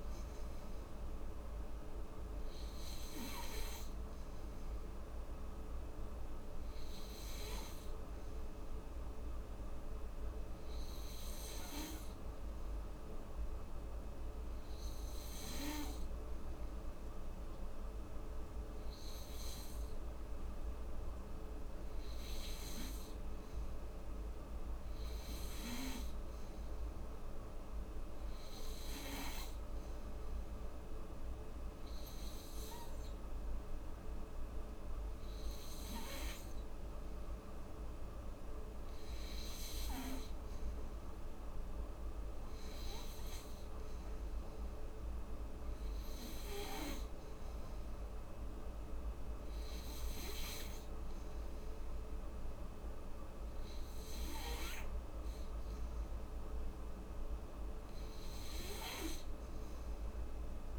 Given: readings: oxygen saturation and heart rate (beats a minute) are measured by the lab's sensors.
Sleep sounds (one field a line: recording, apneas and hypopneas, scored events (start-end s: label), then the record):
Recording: breathing in sleep by a room microphone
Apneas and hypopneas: none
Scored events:
none scored
From the record:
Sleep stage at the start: N3 (deep sleep)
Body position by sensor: on the back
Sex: female